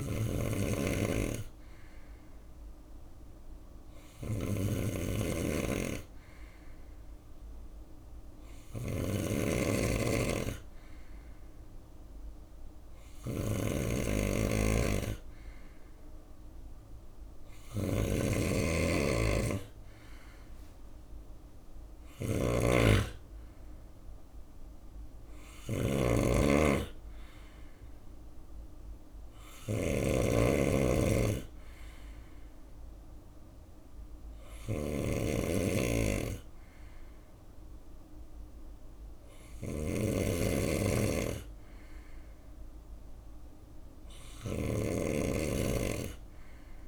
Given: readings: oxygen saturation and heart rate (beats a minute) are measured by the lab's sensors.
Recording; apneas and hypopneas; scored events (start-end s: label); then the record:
breathing in sleep by a room microphone; none
0.00-46.88 s: snoring (device-marked)
20.00-31.00 s: drop in pulse transit time (device-marked, heart rate 73 before, 73 extreme)
From the record:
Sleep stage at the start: N3 (deep sleep); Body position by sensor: on the right side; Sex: male